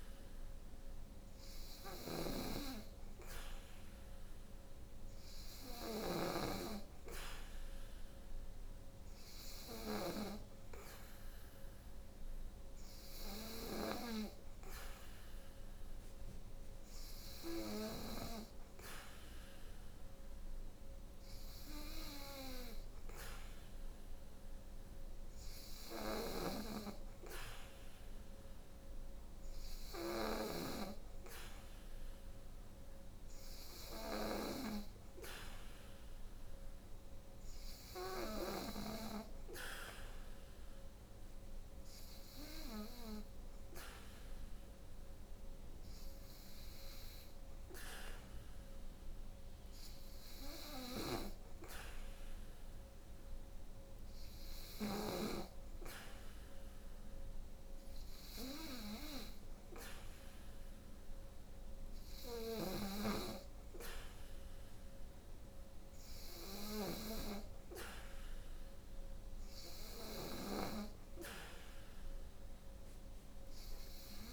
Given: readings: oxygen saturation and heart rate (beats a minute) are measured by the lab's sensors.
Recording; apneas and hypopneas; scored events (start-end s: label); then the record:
breathing in sleep by a room microphone; none
0.00-9.50 s: snoring (device-marked)
25.50-30.00 s: snoring (device-marked)
From the record:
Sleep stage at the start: N3 (deep sleep); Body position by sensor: on the back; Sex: female